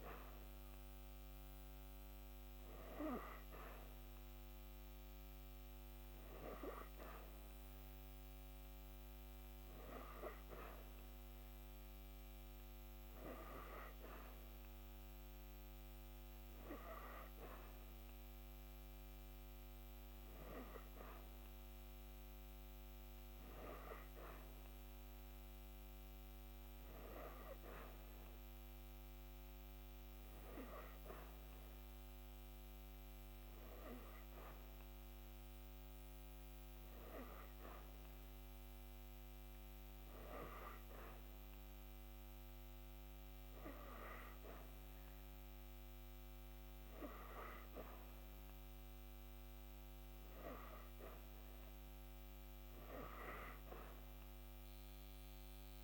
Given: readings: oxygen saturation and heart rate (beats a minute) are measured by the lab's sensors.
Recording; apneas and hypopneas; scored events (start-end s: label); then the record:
breathing in sleep by a microphone on the trachea; none
none scored
From the record:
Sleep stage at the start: N3 (deep sleep); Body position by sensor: on the back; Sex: female